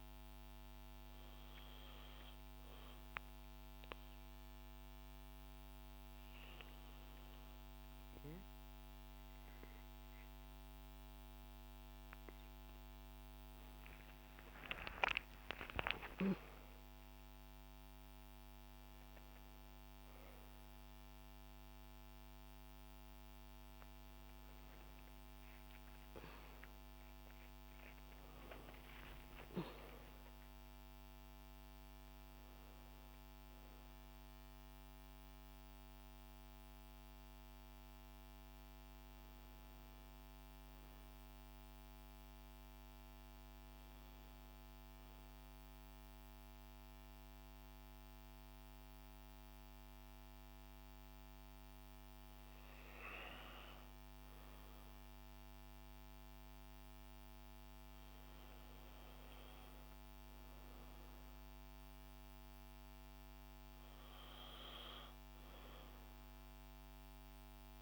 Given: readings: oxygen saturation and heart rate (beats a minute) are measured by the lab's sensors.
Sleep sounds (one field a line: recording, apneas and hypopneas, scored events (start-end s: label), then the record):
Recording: breathing in sleep by a microphone on the trachea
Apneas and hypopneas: none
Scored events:
13.00-17.00 s: arousal
60.50-67.82 s: oxygen desaturation (device-marked, oxygen 96% before, 92% lowest, heart rate 124 before, 65 extreme)
From the record:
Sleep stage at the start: N2 (light sleep)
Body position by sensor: on the back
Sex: female